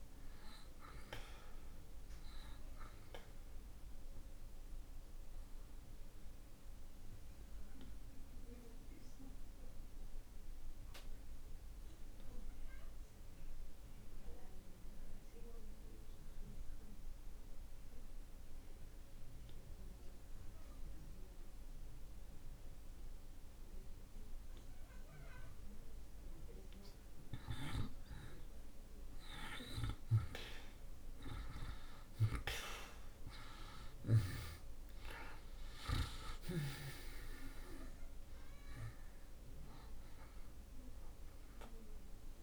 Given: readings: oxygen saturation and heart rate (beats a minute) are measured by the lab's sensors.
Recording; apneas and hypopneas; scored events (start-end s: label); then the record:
breathing in sleep by a room microphone; 1
0.00-19.50 s: oxygen desaturation (device-marked, oxygen 74% lowest)
5.50-26.50 s: obstructive apnea (oxygen 97% before, 74% lowest)
29.50-34.00 s: arousal
31.50-36.50 s: oxygen desaturation (device-marked, oxygen 96% before, 92% lowest)
38.50-42.43 s: oxygen desaturation (device-marked, oxygen 95% before, 75% lowest)
From the record:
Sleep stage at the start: N2 (light sleep); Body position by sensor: on the back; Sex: male